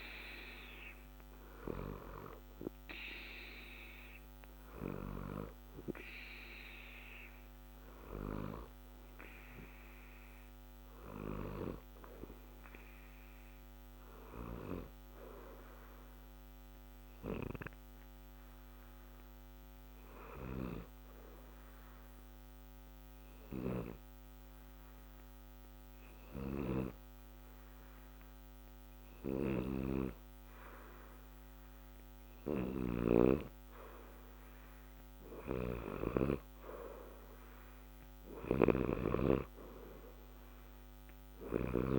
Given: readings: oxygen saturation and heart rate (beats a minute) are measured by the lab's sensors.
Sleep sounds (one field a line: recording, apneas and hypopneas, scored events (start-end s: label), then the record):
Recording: breathing in sleep by a microphone on the trachea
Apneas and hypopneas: 1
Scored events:
0.00-18.00 s: oxygen desaturation (device-marked, oxygen 88% lowest, heart rate 60 extreme)
15.50-31.50 s: obstructive apnea (oxygen 92% before, 88% lowest, heart rate 60 before, 60 extreme, up 2 after)
32.00-41.99 s: snoring (device-marked)
34.50-38.50 s: arousal
From the record:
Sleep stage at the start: N2 (light sleep)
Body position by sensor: on the back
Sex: male